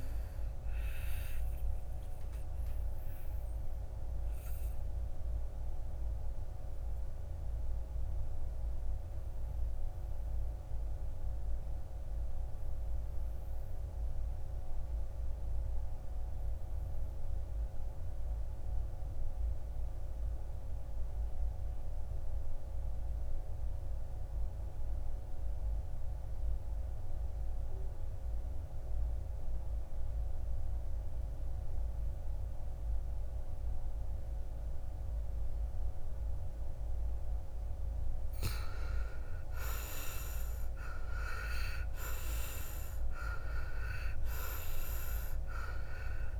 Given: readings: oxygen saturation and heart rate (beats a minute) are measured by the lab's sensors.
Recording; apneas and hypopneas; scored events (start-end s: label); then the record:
breathing in sleep by a room microphone; 1
0.00-16.50 s: oxygen desaturation (device-marked, oxygen 89% lowest, heart rate 57 extreme)
3.00-37.00 s: obstructive apnea (oxygen 98% before, 77% lowest, heart rate 58 before, 57 extreme, up 10 after)
23.50-46.40 s: oxygen desaturation (device-marked, oxygen 96% before, 77% lowest, heart rate 59 before, 54 extreme)
39.50-43.00 s: arousal
From the record:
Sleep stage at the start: N2 (light sleep); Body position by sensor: on the back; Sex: male